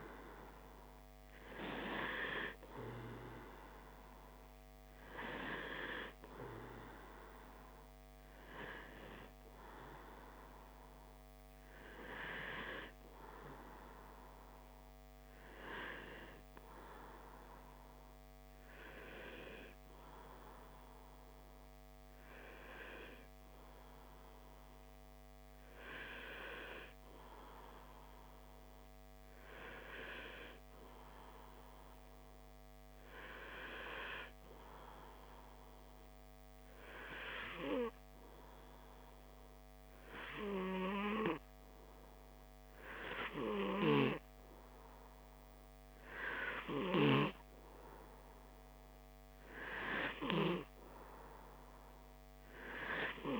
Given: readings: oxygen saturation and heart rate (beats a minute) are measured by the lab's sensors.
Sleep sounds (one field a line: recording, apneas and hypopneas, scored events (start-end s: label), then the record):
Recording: breathing in sleep by a microphone on the trachea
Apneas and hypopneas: 1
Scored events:
24.50-27.50 s: arousal
30.50-45.50 s: hypopnea (oxygen 96% before, 94% lowest, heart rate 59 before, 58 extreme, up 2 after)
47.00-50.50 s: arousal
From the record:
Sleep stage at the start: N2 (light sleep)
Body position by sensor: on the back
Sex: male